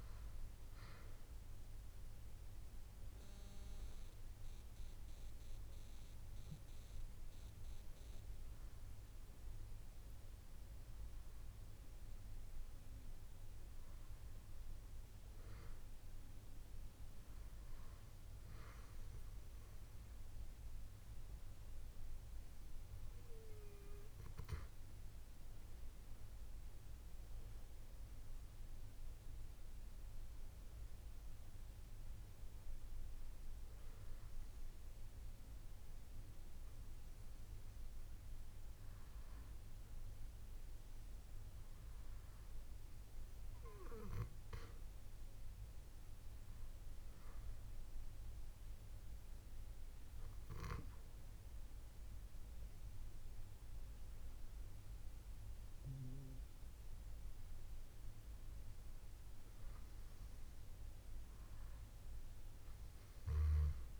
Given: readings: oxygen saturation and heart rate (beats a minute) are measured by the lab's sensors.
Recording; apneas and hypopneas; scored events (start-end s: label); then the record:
breathing in sleep by a room microphone; none
0.00-1.00 s: arousal
0.00-1.50 s: long interval between heartbeats (device-marked, heart rate 50 extreme)
0.00-6.00 s: drop in pulse transit time (device-marked, heart rate 36 extreme)
4.50-6.50 s: long interval between heartbeats (device-marked, heart rate 53 before, 55 extreme)
18.00-29.00 s: drop in pulse transit time (device-marked, heart rate 63 before, 69 extreme)
24.00-26.00 s: long interval between heartbeats (device-marked, heart rate 69 before, 69 extreme)
43.00-45.00 s: long interval between heartbeats (device-marked, heart rate 47 before, 59 extreme)
47.00-53.00 s: drop in pulse transit time (device-marked, heart rate 43 before, 36 extreme)
51.00-53.00 s: long interval between heartbeats (device-marked, heart rate 40 before, 43 extreme)
62.00-64.00 s: long interval between heartbeats (device-marked, heart rate 57 before, 71 extreme)
From the record:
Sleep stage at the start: N2 (light sleep); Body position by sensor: on the back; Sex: female